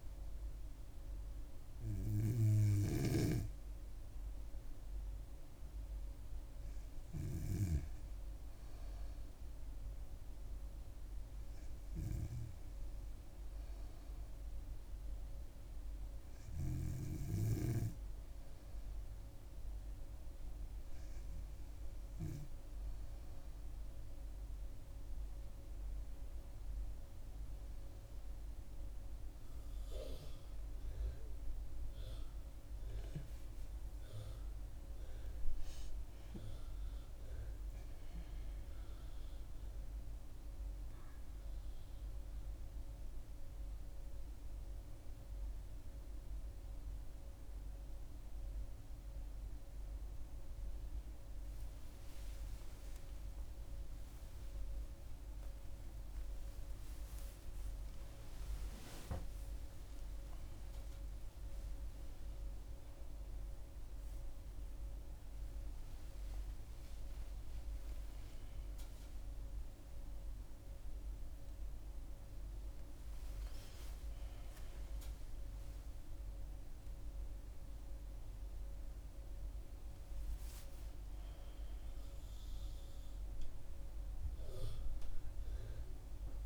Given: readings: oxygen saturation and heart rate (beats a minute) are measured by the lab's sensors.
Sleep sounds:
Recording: a person awake in a sleep study, by a room microphone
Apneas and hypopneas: none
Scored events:
41.00-86.46 s: new sleep stage, awake
From the record:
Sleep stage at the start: N2 (light sleep)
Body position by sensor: on the back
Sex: female

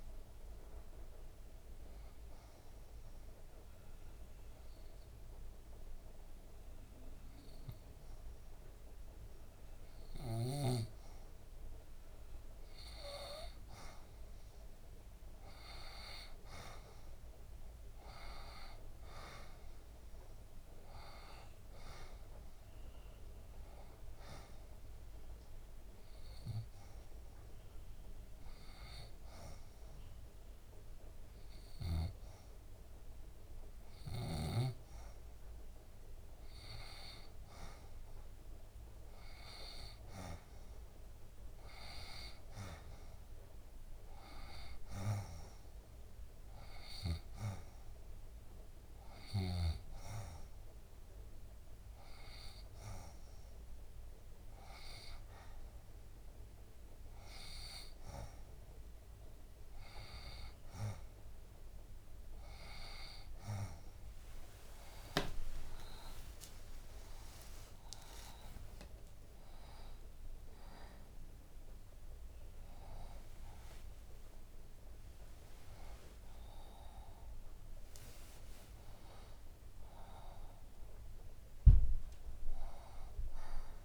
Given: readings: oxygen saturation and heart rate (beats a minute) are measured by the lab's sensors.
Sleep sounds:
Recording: breathing in sleep by a room microphone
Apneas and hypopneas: 3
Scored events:
0.50-12.50 s: obstructive apnea (oxygen 93% before, 89% lowest, heart rate 74 before, 71 extreme, up 38 after)
1.00-21.00 s: oxygen desaturation (device-marked, oxygen 93% before, 89% lowest, heart rate 74 before, 71 extreme)
6.50-8.50 s: long interval between heartbeats (device-marked, heart rate 74 before, 78 extreme)
9.00-11.00 s: long interval between heartbeats (device-marked, heart rate 75 before, 106 extreme)
15.50-19.50 s: arousal
23.00-38.00 s: oxygen desaturation (device-marked, oxygen 96% before, 89% lowest, heart rate 86 before, 71 extreme)
24.00-37.00 s: hypopnea (oxygen 96% before, 89% lowest, heart rate 86 before, 71 extreme, up 13 after)
38.50-40.50 s: long interval between heartbeats (device-marked, heart rate 74 before, 79 extreme)
39.50-44.00 s: arousal
46.00-61.00 s: oxygen desaturation (device-marked, oxygen 93% before, 89% lowest, heart rate 76 before, 70 extreme)
49.00-60.50 s: hypopnea (oxygen 96% before, 89% lowest, heart rate 76 before, 70 extreme, up 30 after)
56.00-58.00 s: long interval between heartbeats (device-marked, heart rate 77 before, 83 extreme)
64.00-83.85 s: new sleep stage, awake
65.50-67.50 s: long interval between heartbeats (device-marked, heart rate 78 before, 102 extreme)
71.00-83.85 s: oxygen desaturation (device-marked, oxygen 92% before, 89% lowest, heart rate 87 before, 67 extreme)
73.50-75.50 s: long interval between heartbeats (device-marked, heart rate 87 before, 85 extreme)
From the record:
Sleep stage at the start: N2 (light sleep)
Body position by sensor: on the left side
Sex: female

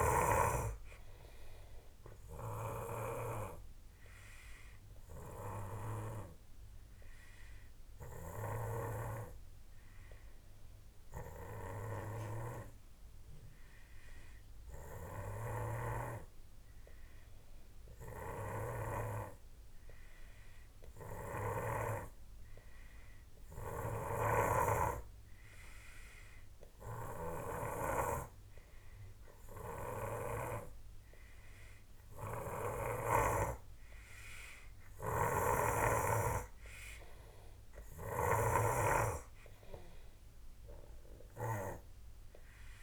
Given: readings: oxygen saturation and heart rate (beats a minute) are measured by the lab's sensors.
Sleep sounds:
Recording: breathing in sleep by a room microphone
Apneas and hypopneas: 1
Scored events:
0.00-18.50 s: oxygen desaturation (device-marked, oxygen 90% lowest)
5.00-31.00 s: obstructive apnea (oxygen 95% before, 90% lowest)
15.50-22.00 s: snoring (device-marked)
24.00-30.50 s: snoring (device-marked)
34.00-38.00 s: arousal
35.00-42.83 s: snoring (device-marked)
From the record:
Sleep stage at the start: N2 (light sleep)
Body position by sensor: on the back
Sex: male

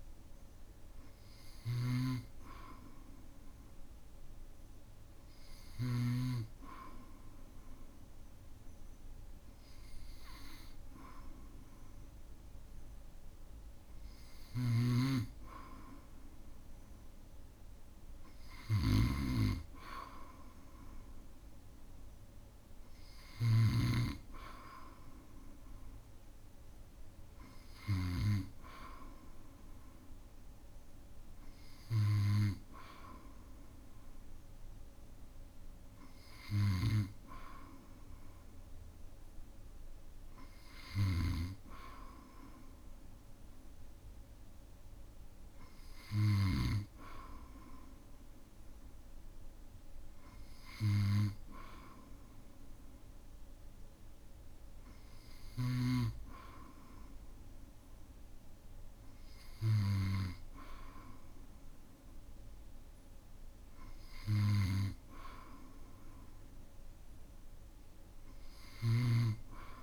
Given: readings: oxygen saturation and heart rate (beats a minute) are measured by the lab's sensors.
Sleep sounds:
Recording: breathing in sleep by a room microphone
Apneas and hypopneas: none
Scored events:
1.50-6.00 s: snoring (device-marked)
14.50-28.50 s: snoring (device-marked)
41.00-47.00 s: snoring (device-marked)
From the record:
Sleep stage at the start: N2 (light sleep)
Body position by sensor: on the back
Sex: male

